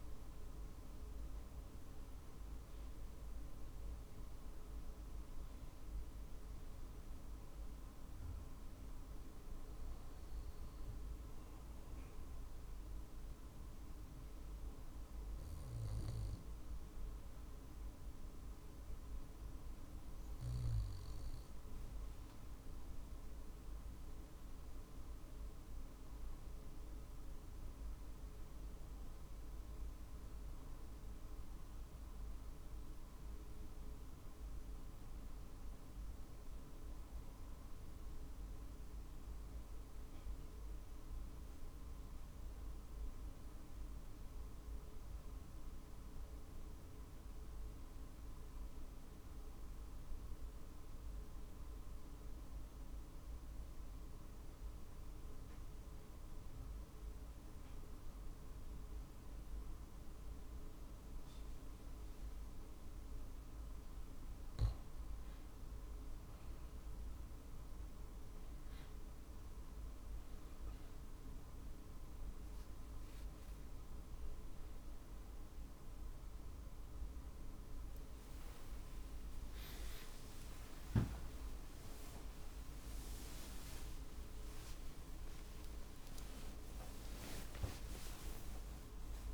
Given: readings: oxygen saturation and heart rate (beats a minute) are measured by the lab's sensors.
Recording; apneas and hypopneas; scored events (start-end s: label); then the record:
breathing in sleep, hard to hear, by a room microphone; 1
0.00-8.50 s: drop in pulse transit time (device-marked, heart rate 50 extreme)
30.00-34.00 s: arousal
39.50-62.00 s: obstructive apnea (oxygen 95% before, 93% lowest, heart rate 48 before, 47 extreme, up 5 after)
68.50-78.50 s: drop in pulse transit time (device-marked, heart rate 48 before, 52 extreme)
80.00-82.00 s: long interval between heartbeats (device-marked, heart rate 50 before, 67 extreme)
83.00-85.00 s: long interval between heartbeats (device-marked, heart rate 54 before, 79 extreme)
83.50-85.50 s: tachycardia (device-marked, heart rate 49 before, 88 extreme)
87.00-89.00 s: long interval between heartbeats (device-marked, heart rate 61 before, 101 extreme)
From the record:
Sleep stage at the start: N2 (light sleep); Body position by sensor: on the right side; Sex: male